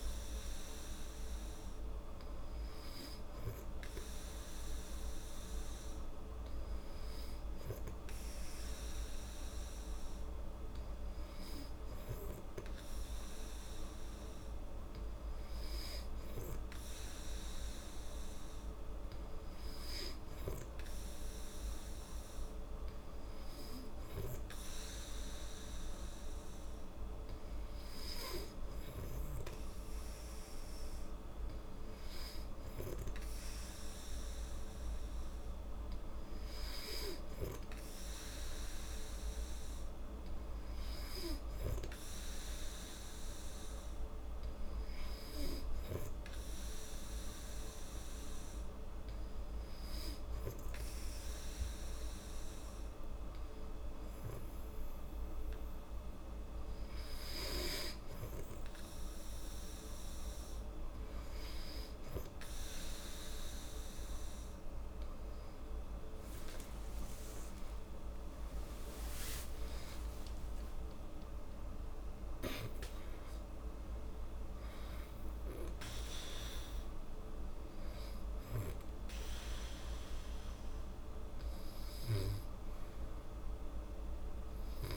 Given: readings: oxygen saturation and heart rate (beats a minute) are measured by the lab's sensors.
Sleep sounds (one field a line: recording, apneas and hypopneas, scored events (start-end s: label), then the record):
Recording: breathing in sleep by a room microphone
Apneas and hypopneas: 1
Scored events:
34.00-37.00 s: arousal
40.50-58.00 s: hypopnea (oxygen 95% before, 90% lowest, heart rate 76 before, 74 extreme, up 3 after)
66.50-71.50 s: arousal
From the record:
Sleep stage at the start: N2 (light sleep)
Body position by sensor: on the back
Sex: female